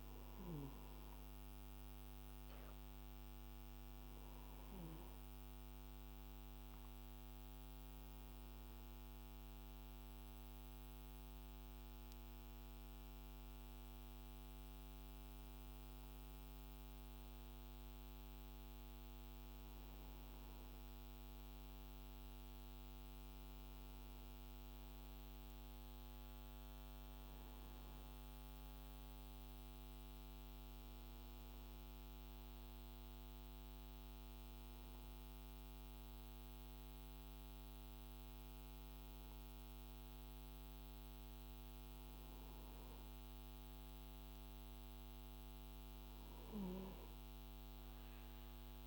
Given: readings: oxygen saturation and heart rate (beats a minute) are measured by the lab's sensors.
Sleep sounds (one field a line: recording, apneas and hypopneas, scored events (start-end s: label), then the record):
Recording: breathing in sleep, hard to hear, by a microphone on the trachea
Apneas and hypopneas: none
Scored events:
none scored
From the record:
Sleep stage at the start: N2 (light sleep)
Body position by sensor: on the right side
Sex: male